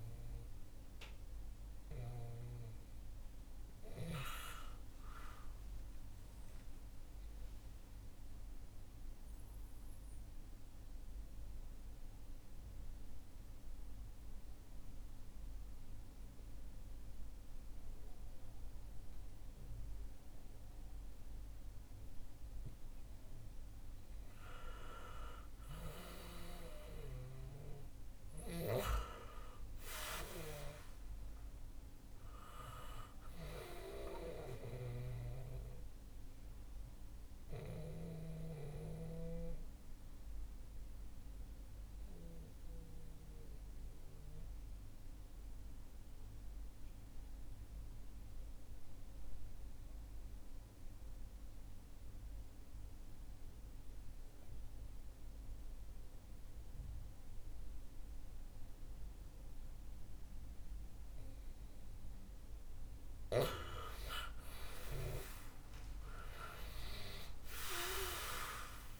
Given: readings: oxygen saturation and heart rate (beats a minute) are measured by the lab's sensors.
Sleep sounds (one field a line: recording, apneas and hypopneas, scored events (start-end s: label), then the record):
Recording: breathing in sleep by a room microphone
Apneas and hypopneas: 2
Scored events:
0.00-14.50 s: oxygen desaturation (device-marked, oxygen 93% lowest, heart rate 62 extreme)
5.00-24.50 s: mixed apnea (oxygen 98% before, 93% lowest, heart rate 65 before, 61 extreme, up 5 after)
27.00-31.50 s: arousal
28.50-50.50 s: oxygen desaturation (device-marked, oxygen 98% before, 94% lowest, heart rate 64 before, 61 extreme)
37.00-62.50 s: obstructive apnea (oxygen 98% before, 92% lowest, heart rate 65 before, 61 extreme, up 7 after)
61.50-69.00 s: oxygen desaturation (device-marked, oxygen 97% before, 93% lowest, heart rate 64 before, 61 extreme)
64.50-69.00 s: arousal
From the record:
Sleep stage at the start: N2 (light sleep)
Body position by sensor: on the back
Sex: male